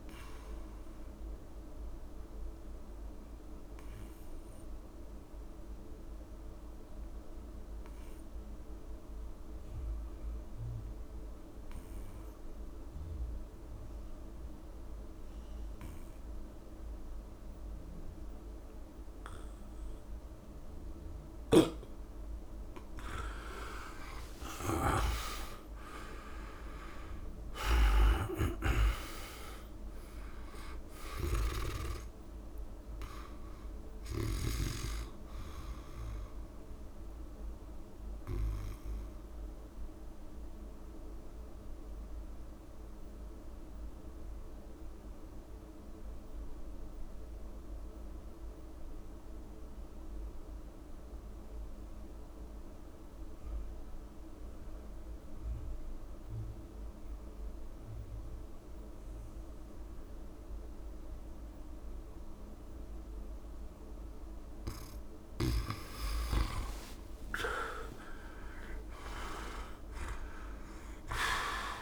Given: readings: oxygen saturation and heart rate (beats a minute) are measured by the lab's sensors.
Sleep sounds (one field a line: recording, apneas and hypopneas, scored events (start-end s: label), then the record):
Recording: breathing in sleep by a room microphone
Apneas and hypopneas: 2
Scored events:
0.00-16.00 s: oxygen desaturation (device-marked, oxygen 85% lowest, heart rate 69 extreme)
1.50-22.50 s: obstructive apnea (oxygen 99% before, 85% lowest, heart rate 71 before, 64 extreme, up 44 after)
18.00-52.00 s: oxygen desaturation (device-marked, oxygen 97% before, 86% lowest, heart rate 72 before, 64 extreme)
21.00-25.00 s: snoring (device-marked)
24.00-28.00 s: arousal
25.00-27.00 s: long interval between heartbeats (device-marked, heart rate 70 before, 90 extreme)
31.00-34.50 s: snoring (device-marked)
37.00-63.50 s: mixed apnea (oxygen 97% before, 86% lowest, heart rate 84 before, 64 extreme)
66.00-70.00 s: arousal
66.00-71.82 s: oxygen desaturation (device-marked, oxygen 99% before, 87% lowest, heart rate 69 before, 67 extreme)
66.50-68.50 s: long interval between heartbeats (device-marked, heart rate 69 before, 76 extreme)
69.50-71.50 s: long interval between heartbeats (device-marked, heart rate 73 before, 126 extreme)
From the record:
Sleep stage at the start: N2 (light sleep)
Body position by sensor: on the back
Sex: male